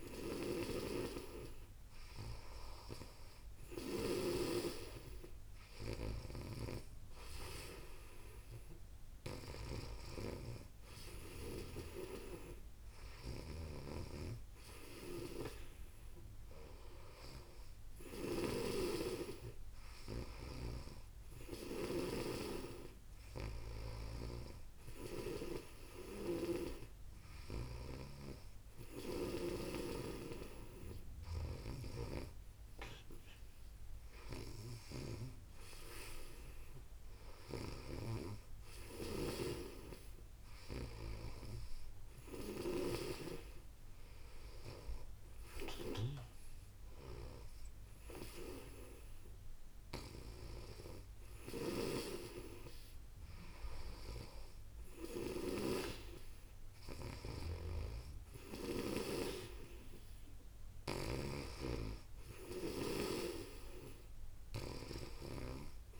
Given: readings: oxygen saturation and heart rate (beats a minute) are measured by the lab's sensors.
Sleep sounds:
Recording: breathing in sleep by a room microphone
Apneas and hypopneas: none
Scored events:
0.00-4.00 s: snoring (device-marked)
6.00-18.00 s: snoring (device-marked)
20.00-24.00 s: snoring (device-marked)
28.50-35.00 s: snoring (device-marked)
37.00-40.50 s: snoring (device-marked)
42.50-58.50 s: snoring (device-marked)
60.50-66.00 s: snoring (device-marked)
From the record:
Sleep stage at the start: N2 (light sleep)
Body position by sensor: on the back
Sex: female

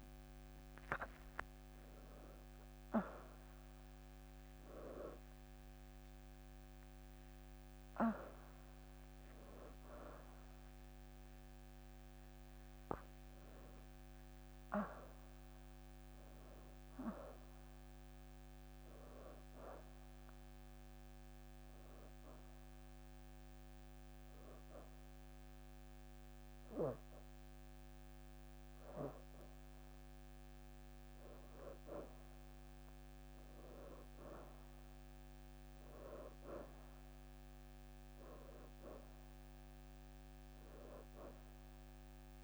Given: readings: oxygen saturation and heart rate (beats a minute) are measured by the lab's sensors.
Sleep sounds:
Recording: breathing in sleep by a microphone on the trachea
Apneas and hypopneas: 1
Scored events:
0.00-9.00 s: oxygen desaturation (device-marked, oxygen 91% lowest, heart rate 73 extreme)
11.00-15.00 s: oxygen desaturation (device-marked, oxygen 95% before, 91% lowest, heart rate 118 before, 73 extreme)
18.00-42.44 s: new sleep stage, N2 (light sleep)
20.50-30.50 s: hypopnea (oxygen 95% before, 87% lowest, heart rate 115 before, 81 extreme, up 4 after)
32.50-33.50 s: leg movement (device-marked)
34.00-38.50 s: arousal
36.00-42.44 s: oxygen desaturation (device-marked, oxygen 94% before, 87% lowest, heart rate 81 before, 82 extreme)
38.50-42.44 s: leg movement (device-marked)
From the record:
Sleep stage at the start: N1 (lightest sleep)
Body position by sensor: on the back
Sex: female

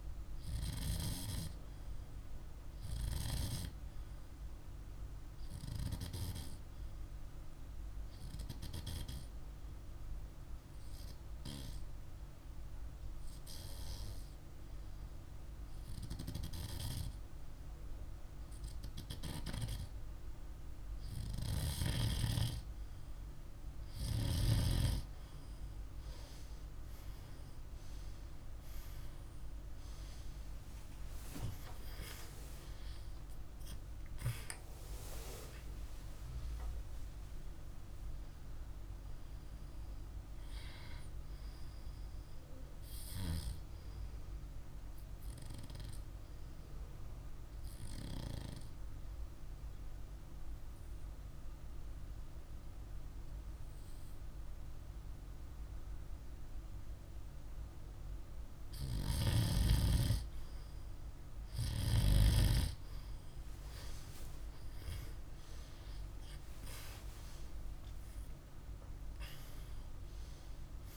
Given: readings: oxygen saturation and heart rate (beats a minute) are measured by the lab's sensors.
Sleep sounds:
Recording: breathing in sleep by a room microphone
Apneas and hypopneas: 2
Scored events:
6.50-20.50 s: hypopnea (oxygen 99% before, 93% lowest, heart rate 53 before, 48 extreme, up 1 after)
29.50-34.50 s: arousal
34.50-46.50 s: oxygen desaturation (device-marked, oxygen 98% before, 93% lowest, heart rate 49 before, 49 extreme)
49.00-59.00 s: obstructive apnea (oxygen 98% before, 95% lowest, heart rate 52 before, 49 extreme, up 11 after)
62.50-67.00 s: arousal
From the record:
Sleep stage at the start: N2 (light sleep)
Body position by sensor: on the back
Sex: male

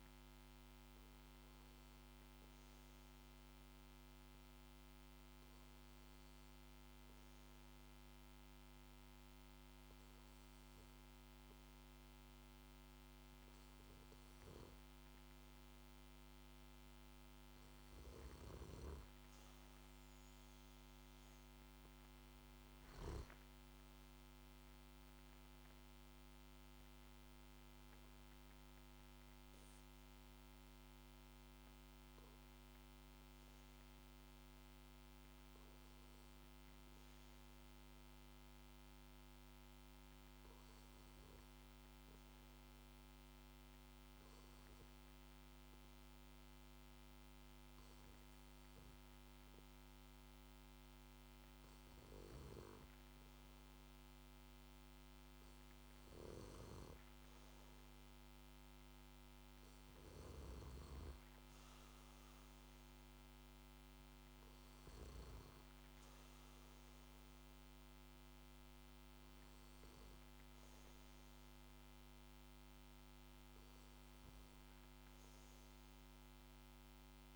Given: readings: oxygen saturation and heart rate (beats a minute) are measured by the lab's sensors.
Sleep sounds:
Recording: breathing in sleep, hard to hear, by a microphone on the trachea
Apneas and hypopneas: 2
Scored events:
4.50-17.00 s: hypopnea (oxygen 96% before, 93% lowest, heart rate 53 before, 48 extreme, up 7 after)
21.50-25.50 s: arousal
34.00-55.50 s: hypopnea (oxygen 96% before, 93% lowest, heart rate 56 before, 50 extreme, up 5 after)
58.00-61.50 s: arousal
From the record:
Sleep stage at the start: N2 (light sleep)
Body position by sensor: on the back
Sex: male

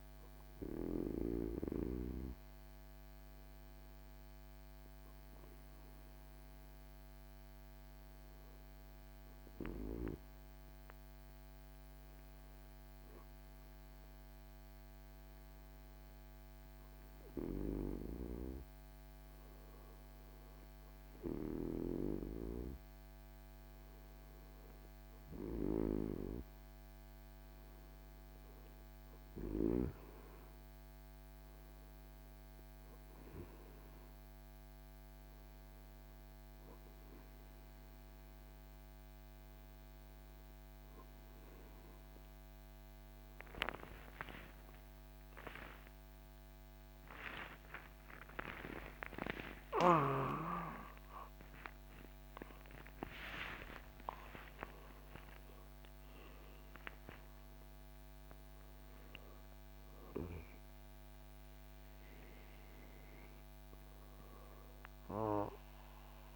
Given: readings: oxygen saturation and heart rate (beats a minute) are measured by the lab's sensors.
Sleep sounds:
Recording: a person partly awake in a sleep study, by a microphone on the trachea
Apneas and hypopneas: 1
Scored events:
0.00-1.50 s: arousal
6.50-23.50 s: hypopnea (oxygen 98% before, 94% lowest, heart rate 70 before, 68 extreme, up 10 after)
26.50-56.50 s: new sleep stage, awake
56.50-66.36 s: new sleep stage, N2 (light sleep)
From the record:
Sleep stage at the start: REM sleep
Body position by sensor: on the back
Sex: male

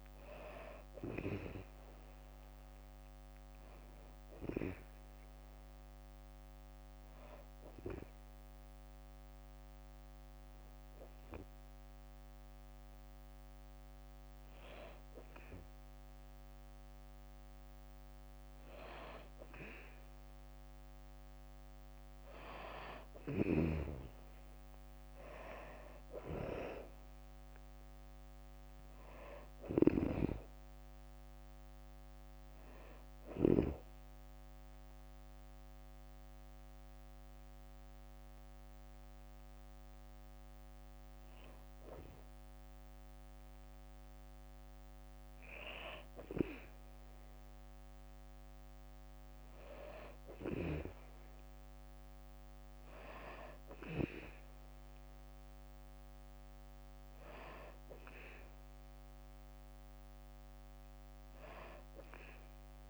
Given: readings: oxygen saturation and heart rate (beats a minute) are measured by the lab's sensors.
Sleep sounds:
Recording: breathing in sleep by a microphone on the trachea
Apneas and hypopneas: 1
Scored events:
24.50-37.50 s: drop in pulse transit time (device-marked, heart rate 65 before, 64 extreme)
26.00-29.00 s: arousal
26.50-42.50 s: oxygen desaturation (device-marked, oxygen 96% before, 93% lowest, heart rate 65 before, 63 extreme)
33.00-44.00 s: hypopnea (oxygen 96% before, 93% lowest, heart rate 67 before, 63 extreme, up 2 after)
46.50-48.50 s: arousal
54.50-62.90 s: oxygen desaturation (device-marked, oxygen 97% before, 94% lowest, heart rate 65 before, 66 extreme)
From the record:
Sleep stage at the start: N2 (light sleep)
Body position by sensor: on the back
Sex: female

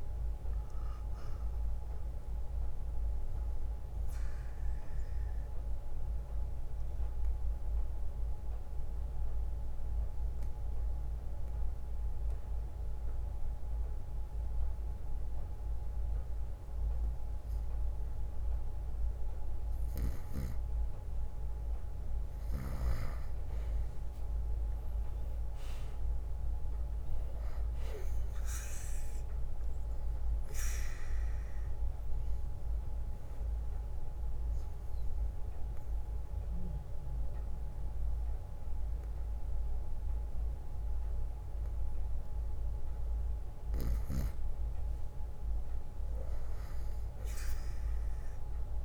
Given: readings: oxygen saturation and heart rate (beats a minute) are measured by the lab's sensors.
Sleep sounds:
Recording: breathing in sleep by a room microphone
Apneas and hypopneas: 2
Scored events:
0.00-12.00 s: drop in pulse transit time (device-marked, heart rate 60 extreme)
3.50-19.50 s: obstructive apnea (oxygen 96% before, 92% lowest, heart rate 61 before, 57 extreme, up 8 after)
9.00-19.00 s: bradycardia (device-marked, heart rate 63 before, 57 extreme)
24.00-27.50 s: arousal
25.00-37.00 s: drop in pulse transit time (device-marked, heart rate 60 before, 62 extreme)
33.00-44.00 s: obstructive apnea (oxygen 97% before, 90% lowest, heart rate 62 before, 61 extreme, up 1 after)
43.00-48.85 s: oxygen desaturation (device-marked, oxygen 97% before, 93% lowest, heart rate 65 before, 62 extreme)
46.00-48.85 s: arousal
From the record:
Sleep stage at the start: N2 (light sleep)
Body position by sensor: on the right side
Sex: male

